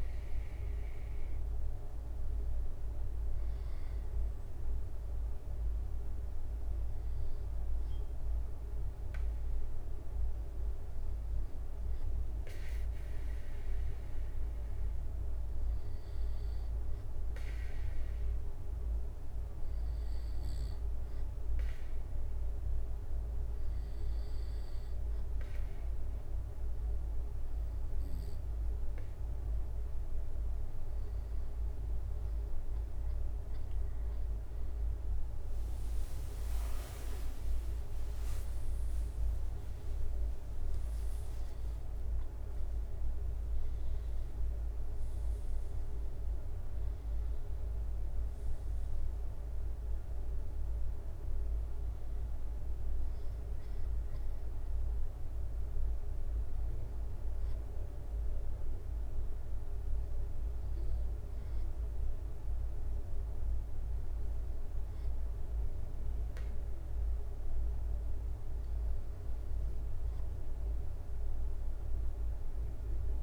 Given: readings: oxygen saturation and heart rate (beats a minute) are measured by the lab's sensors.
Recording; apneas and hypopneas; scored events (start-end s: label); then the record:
breathing in sleep, hard to hear, by a room microphone; 2
5.50-30.00 s: hypopnea (oxygen 95% before, 93% lowest, heart rate 70 before, 70 extreme, up 5 after)
35.50-40.50 s: arousal
38.00-51.00 s: drop in pulse transit time (device-marked, heart rate 71 before, 77 extreme)
57.00-69.00 s: obstructive apnea (oxygen 95% before, 94% lowest, heart rate 83 before, 67 extreme, up 2 after)
From the record:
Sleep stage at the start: N2 (light sleep); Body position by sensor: on the back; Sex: male